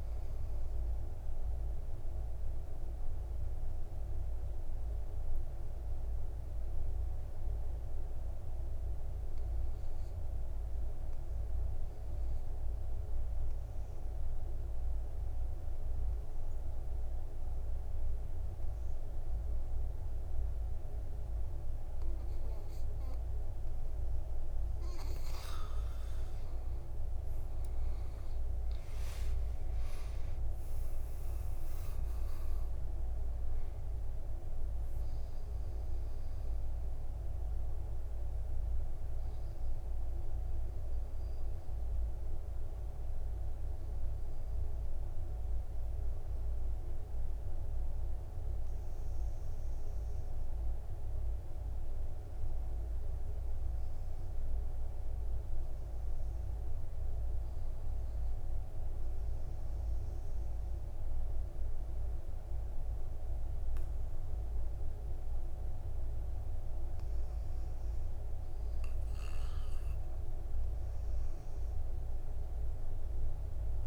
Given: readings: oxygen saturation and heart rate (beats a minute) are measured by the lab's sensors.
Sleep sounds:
breathing in sleep, hard to hear, by a room microphone; 1
0.00-5.50 s: oxygen desaturation (device-marked, oxygen 90% lowest, heart rate 52 extreme)
2.00-24.00 s: obstructive apnea (oxygen 96% before, 90% lowest, heart rate 63 before, 52 extreme, up 34 after)
26.50-30.00 s: arousal
29.50-31.50 s: long interval between heartbeats (device-marked, heart rate 57 before, 82 extreme)
31.50-49.50 s: oxygen desaturation (device-marked, oxygen 97% before, 92% lowest, heart rate 59 before, 53 extreme)
From the record:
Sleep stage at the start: REM sleep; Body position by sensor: on the back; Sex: male

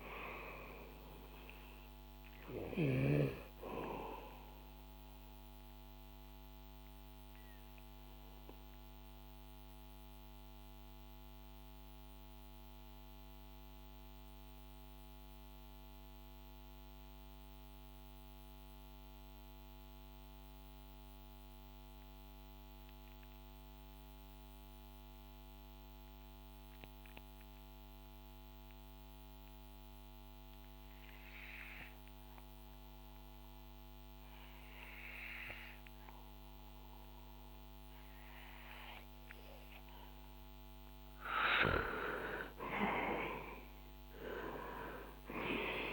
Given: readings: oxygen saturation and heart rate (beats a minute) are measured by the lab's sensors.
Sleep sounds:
breathing in sleep by a microphone on the trachea; 1
0.00-22.00 s: oxygen desaturation (device-marked, oxygen 88% lowest, heart rate 58 extreme)
5.00-40.50 s: mixed apnea (oxygen 98% before, 88% lowest, heart rate 68 before, 58 extreme, up 9 after)
42.00-45.93 s: oxygen desaturation (device-marked, oxygen 97% before, 89% lowest, heart rate 65 before, 58 extreme)
43.00-45.93 s: arousal
From the record:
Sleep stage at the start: N2 (light sleep); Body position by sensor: on the back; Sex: male

